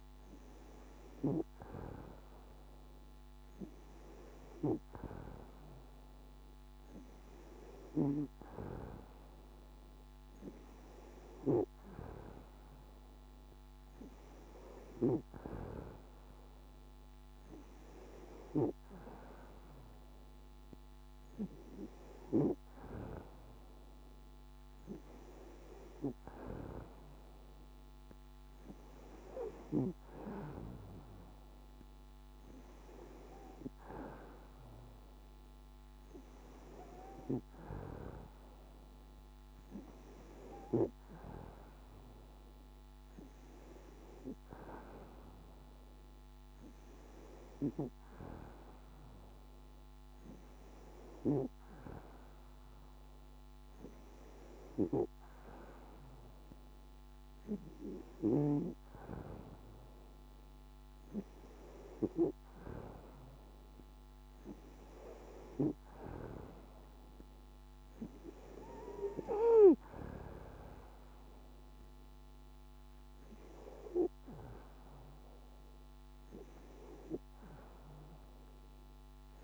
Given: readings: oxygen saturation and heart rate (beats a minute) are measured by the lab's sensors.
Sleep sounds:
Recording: breathing in sleep by a microphone on the trachea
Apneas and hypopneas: none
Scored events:
none scored
From the record:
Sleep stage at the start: N2 (light sleep)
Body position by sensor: on the back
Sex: female

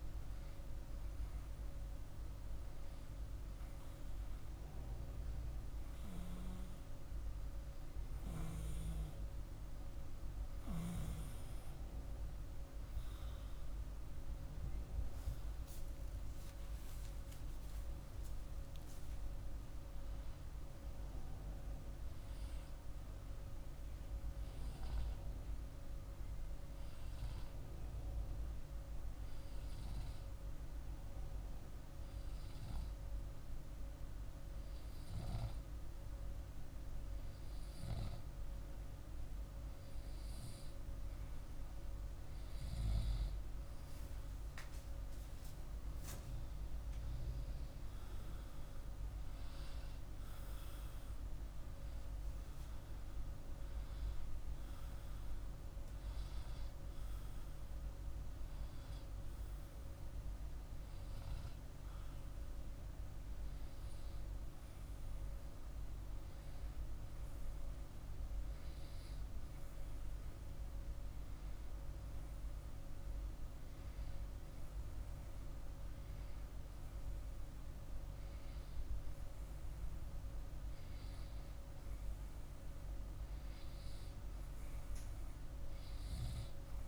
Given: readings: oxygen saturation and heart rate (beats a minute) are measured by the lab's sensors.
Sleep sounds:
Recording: breathing in sleep, hard to hear, by a room microphone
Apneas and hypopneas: 2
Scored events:
20.50-24.00 s: arousal
27.00-43.00 s: hypopnea (oxygen 97% before, 94% lowest, heart rate 59 before, 43 extreme, up 16 after)
44.50-48.00 s: arousal
54.00-56.00 s: oxygen desaturation (device-marked, oxygen 97% before, 94% lowest, heart rate 53 before, 43 extreme)
56.00-67.00 s: hypopnea (oxygen 97% before, 94% lowest, heart rate 58 before, 43 extreme, up 5 after)
69.50-73.50 s: arousal
From the record:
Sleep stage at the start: N2 (light sleep)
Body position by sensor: on the back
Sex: male

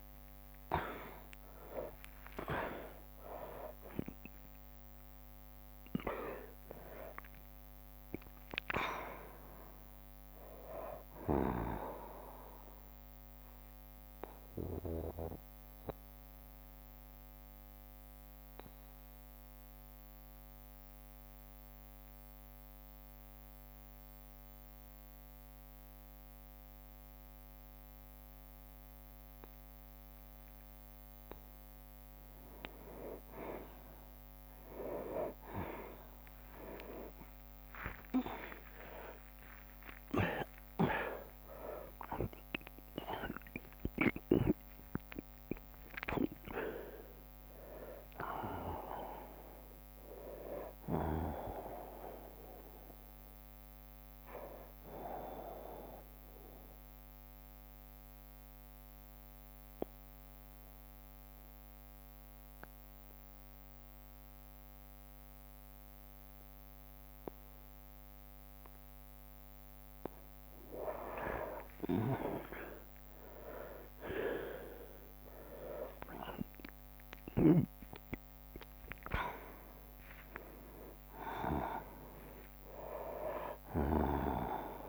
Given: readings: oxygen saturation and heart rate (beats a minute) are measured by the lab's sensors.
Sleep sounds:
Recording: breathing in sleep by a microphone on the trachea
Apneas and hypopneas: 2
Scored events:
0.00-1.50 s: arousal
0.00-1.50 s: long interval between heartbeats (device-marked, heart rate 95 extreme)
0.00-4.50 s: tachycardia (device-marked, heart rate 136 extreme)
0.00-11.50 s: oxygen desaturation (device-marked, oxygen 92% lowest, heart rate 60 extreme)
0.50-13.50 s: drop in pulse transit time (device-marked, heart rate 87 before, 75 extreme)
2.00-4.00 s: long interval between heartbeats (device-marked, heart rate 89 before, 134 extreme)
13.00-30.50 s: obstructive apnea (oxygen 98% before, 92% lowest, heart rate 94 before, 60 extreme, up 48 after)
34.50-42.50 s: tachycardia (device-marked, heart rate 67 before, 152 extreme)
36.00-41.50 s: arousal
36.50-45.50 s: oxygen desaturation (device-marked, oxygen 98% before, 94% lowest, heart rate 62 before, 61 extreme)
38.50-40.50 s: long interval between heartbeats (device-marked, heart rate 65 before, 128 extreme)
38.50-51.50 s: drop in pulse transit time (device-marked, heart rate 65 before, 73 extreme)
56.50-70.50 s: obstructive apnea (oxygen 98% before, 92% lowest, heart rate 98 before, 61 extreme, up 8 after)
68.50-82.50 s: drop in pulse transit time (device-marked, heart rate 65 before, 62 extreme)
74.50-84.88 s: oxygen desaturation (device-marked, oxygen 99% before, 93% lowest, heart rate 62 before, 60 extreme)
75.00-77.00 s: long interval between heartbeats (device-marked, heart rate 62 before, 67 extreme)
75.50-81.00 s: arousal
From the record:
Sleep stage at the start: N2 (light sleep)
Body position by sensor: on the right side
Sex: male

